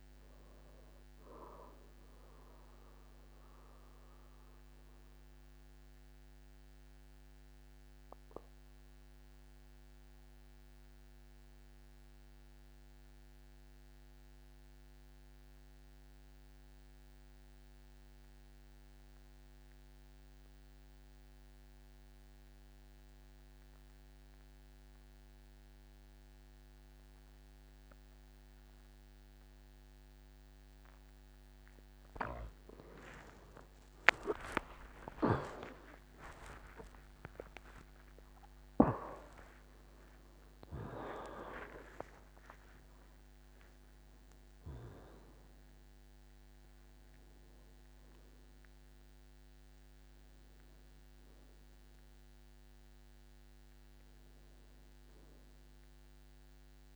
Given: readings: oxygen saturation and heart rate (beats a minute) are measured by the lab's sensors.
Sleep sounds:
breathing in sleep by a microphone on the trachea; 1
0.00-16.00 s: oxygen desaturation (device-marked, oxygen 90% lowest, heart rate 47 extreme)
2.00-31.50 s: mixed apnea (oxygen 100% before, 89% lowest, heart rate 60 before, 47 extreme)
31.00-56.96 s: oxygen desaturation (device-marked, oxygen 99% before, 89% lowest, heart rate 51 before, 50 extreme)
33.00-41.00 s: tachycardia (device-marked, heart rate 57 before, 160 extreme)
34.00-39.00 s: arousal
34.50-36.50 s: long interval between heartbeats (device-marked, heart rate 52 before, 75 extreme)
37.00-39.00 s: long interval between heartbeats (device-marked, heart rate 58 before, 131 extreme)
39.00-41.00 s: long interval between heartbeats (device-marked, heart rate 68 before, 159 extreme)
From the record:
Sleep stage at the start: N2 (light sleep); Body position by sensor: on the back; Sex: male

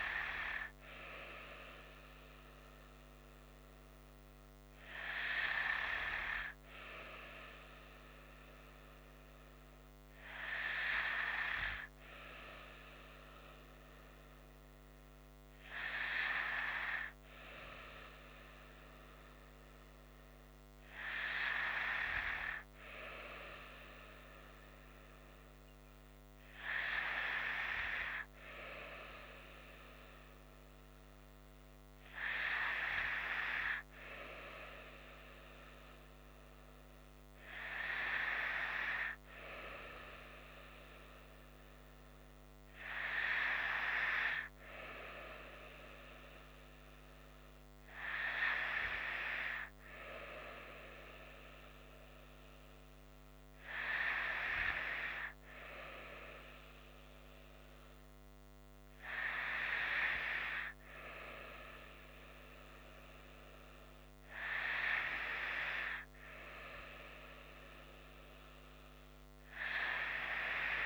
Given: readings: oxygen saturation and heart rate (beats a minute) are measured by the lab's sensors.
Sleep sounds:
breathing in sleep by a microphone on the trachea; none
none scored
From the record:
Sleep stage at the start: N2 (light sleep); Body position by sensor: on the right side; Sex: female

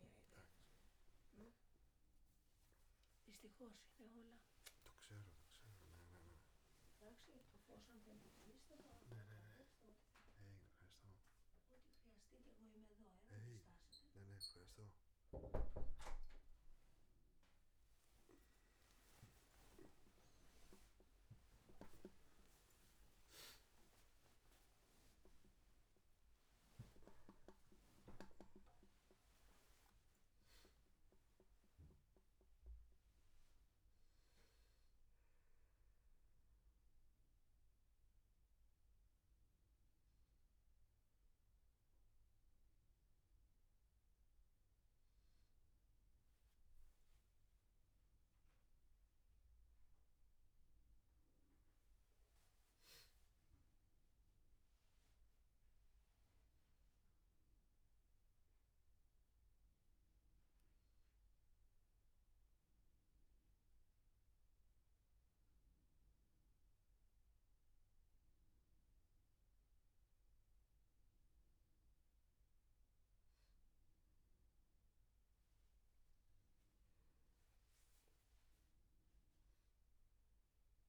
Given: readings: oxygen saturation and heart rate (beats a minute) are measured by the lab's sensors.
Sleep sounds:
a person awake in a sleep study, by a room microphone; none
20.00-29.00 s: tachycardia (device-marked, heart rate 86 before, 111 extreme)
23.00-25.00 s: long interval between heartbeats (device-marked, heart rate 95 before, 105 extreme)
From the record:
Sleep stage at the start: awake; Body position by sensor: on the back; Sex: male

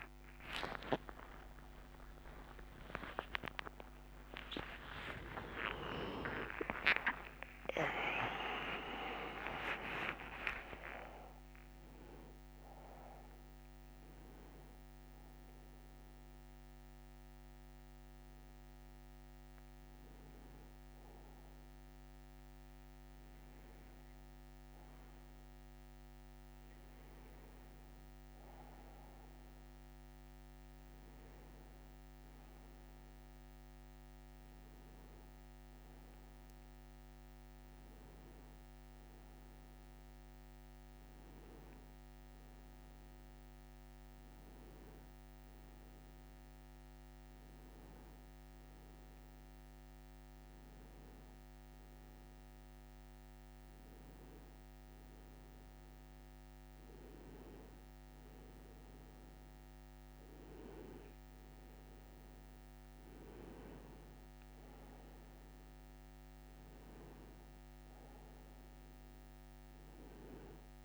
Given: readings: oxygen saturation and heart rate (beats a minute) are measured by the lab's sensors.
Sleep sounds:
a person partly awake in a sleep study, by a microphone on the trachea; none
13.00-43.00 s: new sleep stage, N1 (lightest sleep)
43.00-70.85 s: new sleep stage, N2 (light sleep)
54.00-59.00 s: arousal
56.00-70.85 s: oxygen desaturation (device-marked, oxygen 97% before, 94% lowest)
From the record:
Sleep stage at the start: awake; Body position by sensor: on the right side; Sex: male

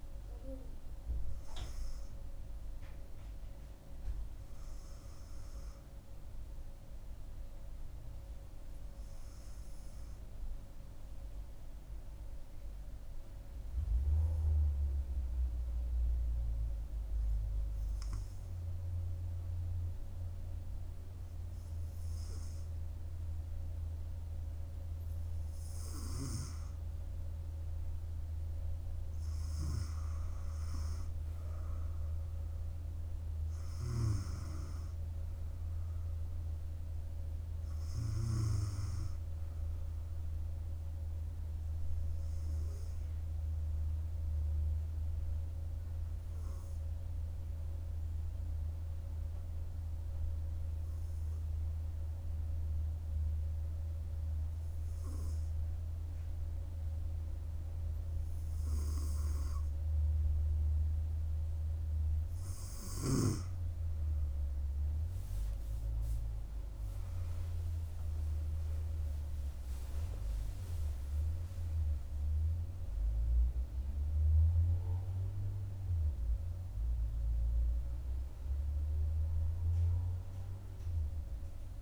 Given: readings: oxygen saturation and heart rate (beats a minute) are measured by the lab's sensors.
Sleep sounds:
breathing in sleep by a room microphone; 2
7.00-24.50 s: hypopnea (oxygen 97% before, 94% lowest, heart rate 73 before, 67 extreme, up 2 after)
27.50-31.00 s: arousal
42.00-61.00 s: hypopnea (oxygen 97% before, 94% lowest, heart rate 69 before, 68 extreme, up 5 after)
66.00-71.50 s: arousal
From the record:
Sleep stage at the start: N2 (light sleep); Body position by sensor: on the front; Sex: female

